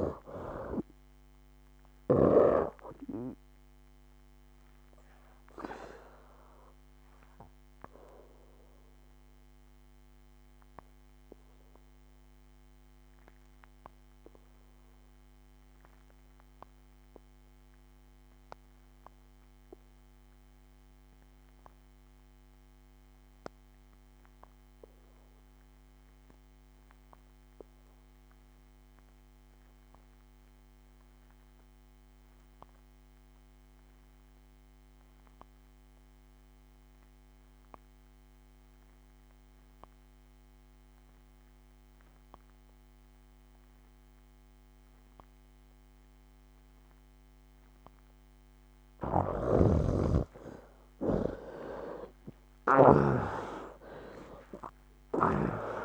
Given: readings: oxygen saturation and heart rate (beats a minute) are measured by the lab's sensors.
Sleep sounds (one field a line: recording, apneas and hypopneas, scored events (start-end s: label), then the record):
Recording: breathing in sleep by a microphone on the trachea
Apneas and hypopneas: 1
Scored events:
0.00-2.00 s: snoring (device-marked)
0.00-22.50 s: oxygen desaturation (device-marked, oxygen 69% lowest, heart rate 61 extreme)
4.00-48.50 s: obstructive apnea (oxygen 98% before, 63% lowest, heart rate 77 before, 61 extreme, up 21 after)
24.50-55.85 s: oxygen desaturation (device-marked, oxygen 98% before, 63% lowest, heart rate 70 before, 61 extreme)
48.50-53.00 s: snoring (device-marked)
53.00-55.85 s: arousal
From the record:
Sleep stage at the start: N2 (light sleep)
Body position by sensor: on the back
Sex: male